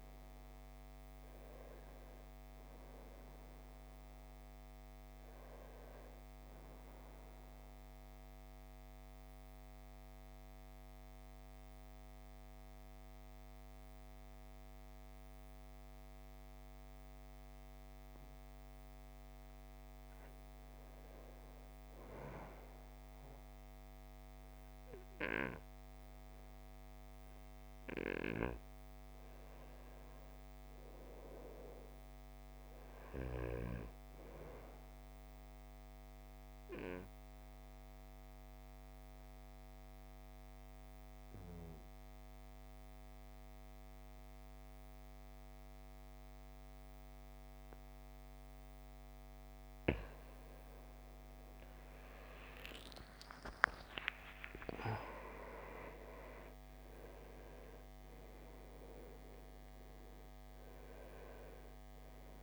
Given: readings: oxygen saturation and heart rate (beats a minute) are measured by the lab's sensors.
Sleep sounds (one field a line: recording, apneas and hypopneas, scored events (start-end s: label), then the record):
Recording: breathing in sleep by a microphone on the trachea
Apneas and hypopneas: 2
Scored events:
0.00-21.00 s: oxygen desaturation (device-marked, oxygen 89% lowest, heart rate 55 extreme)
7.50-20.00 s: mixed apnea (oxygen 97% before, 85% lowest, heart rate 61 before, 55 extreme, up 2 after)
23.00-27.00 s: arousal
32.00-50.00 s: oxygen desaturation (device-marked, oxygen 98% before, 92% lowest, heart rate 56 before, 56 extreme)
36.00-49.50 s: obstructive apnea (oxygen 98% before, 85% lowest, heart rate 57 before, 56 extreme)
51.50-56.00 s: arousal
57.00-62.43 s: oxygen desaturation (device-marked, oxygen 94% before, 85% lowest, heart rate 71 before, 54 extreme)
From the record:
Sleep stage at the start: N2 (light sleep)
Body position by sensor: on the back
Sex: male